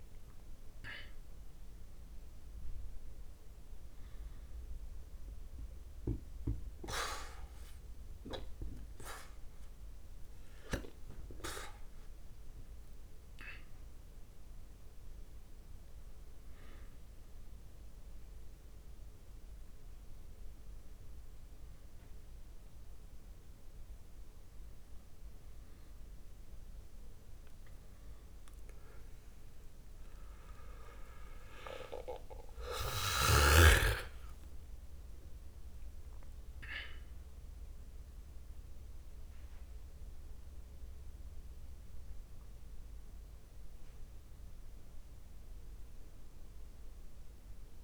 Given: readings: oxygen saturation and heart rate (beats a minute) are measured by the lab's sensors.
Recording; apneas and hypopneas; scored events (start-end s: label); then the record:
a person awake in a sleep study, by a room microphone; none
46.00-47.84 s: long interval between heartbeats (device-marked)
From the record:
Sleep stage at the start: awake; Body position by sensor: on the back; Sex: male